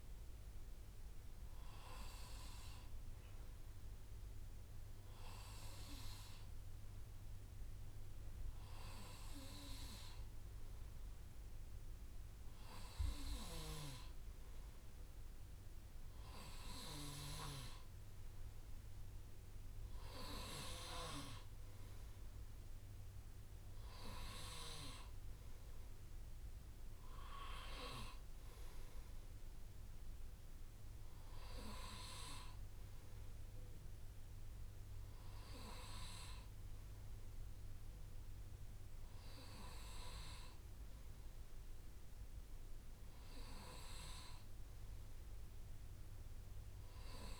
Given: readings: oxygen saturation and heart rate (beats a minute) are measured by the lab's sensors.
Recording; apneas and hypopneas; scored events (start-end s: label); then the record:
breathing in sleep by a room microphone; none
17.50-19.50 s: long interval between heartbeats (device-marked, heart rate 60 before, 62 extreme)
From the record:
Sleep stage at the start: N2 (light sleep); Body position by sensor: on the right side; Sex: male